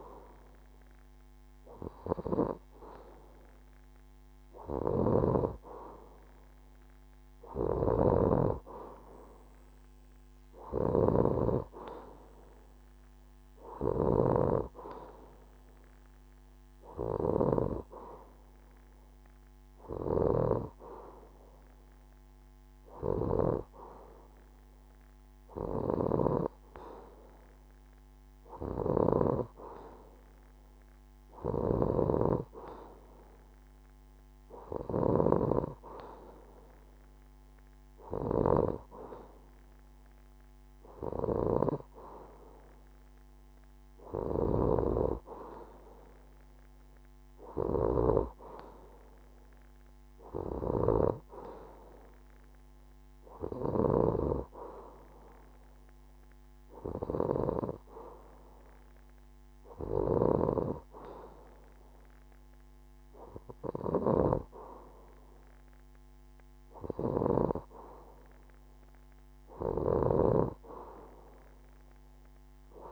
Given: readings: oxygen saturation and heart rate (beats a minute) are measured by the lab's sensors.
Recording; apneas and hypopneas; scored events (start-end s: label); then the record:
breathing in sleep by a microphone on the trachea; none
9.50-11.50 s: long interval between heartbeats (device-marked, heart rate 72 before, 78 extreme)
From the record:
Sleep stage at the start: N2 (light sleep); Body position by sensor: on the left side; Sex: female